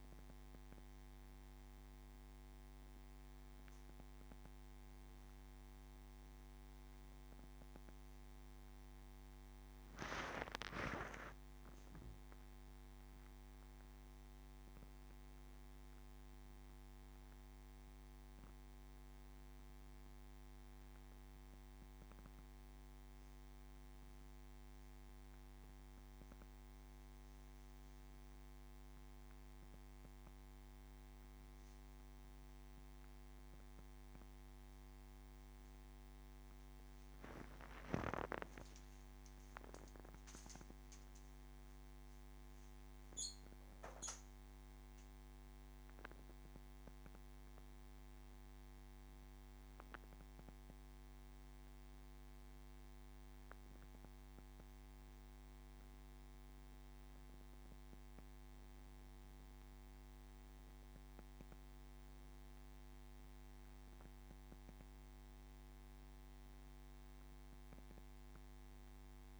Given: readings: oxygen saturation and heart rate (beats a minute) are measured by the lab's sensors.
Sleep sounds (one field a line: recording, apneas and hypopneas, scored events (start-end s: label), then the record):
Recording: a person awake in a sleep study, hard to hear, by a microphone on the trachea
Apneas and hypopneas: none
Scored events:
60.00-69.40 s: new sleep stage, N1 (lightest sleep)
From the record:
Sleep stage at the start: awake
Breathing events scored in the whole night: 286 in 8.8 hours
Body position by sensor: on the back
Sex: male